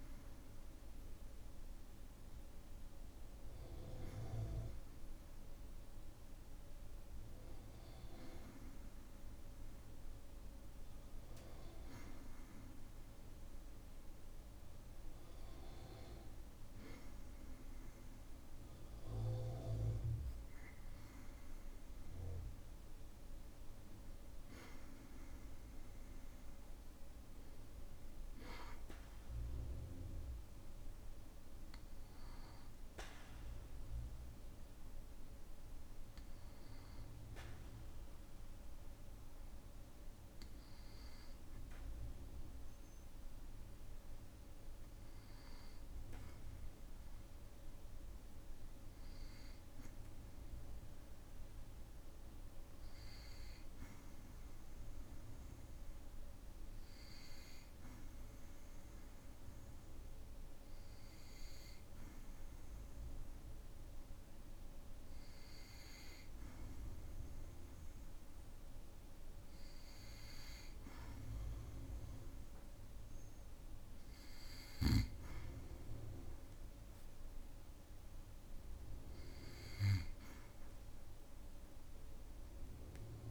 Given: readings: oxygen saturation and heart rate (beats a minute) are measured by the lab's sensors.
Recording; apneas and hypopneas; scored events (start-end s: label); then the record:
breathing in sleep by a room microphone; 1
41.00-69.00 s: hypopnea (oxygen 99% before, 95% lowest, heart rate 56 before, 55 extreme, up 0 after)
71.00-74.50 s: arousal
From the record:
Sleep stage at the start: N2 (light sleep); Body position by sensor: on the back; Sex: male